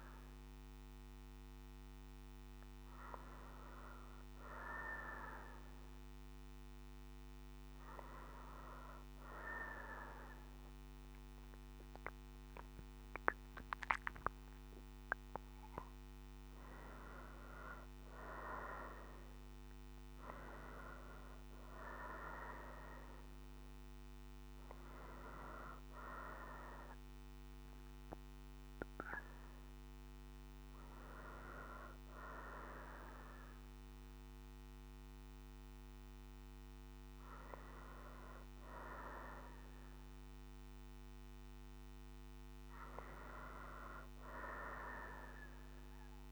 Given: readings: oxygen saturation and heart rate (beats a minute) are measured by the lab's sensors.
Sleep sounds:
breathing in sleep by a microphone on the trachea; none
11.00-16.00 s: arousal
From the record:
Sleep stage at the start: N2 (light sleep); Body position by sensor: on the right side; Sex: female

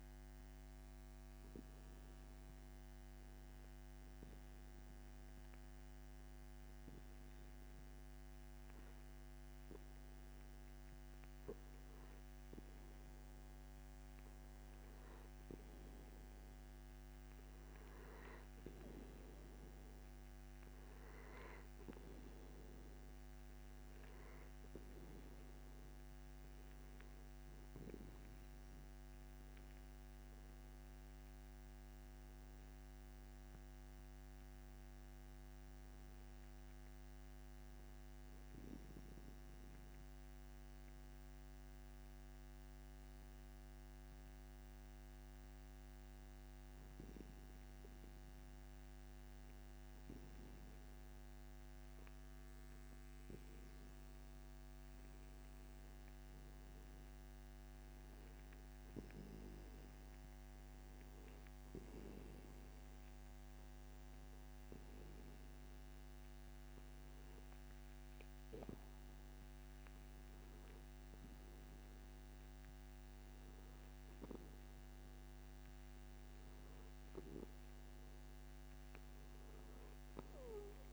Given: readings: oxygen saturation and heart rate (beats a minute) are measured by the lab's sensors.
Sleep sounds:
breathing in sleep, hard to hear, by a microphone on the trachea; 2
2.50-16.50 s: hypopnea (oxygen 94% before, 91% lowest)
18.50-23.00 s: arousal
44.00-55.00 s: hypopnea (oxygen 93% before, 91% lowest)
59.00-62.50 s: arousal
From the record:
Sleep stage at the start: N2 (light sleep); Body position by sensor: on the back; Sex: male

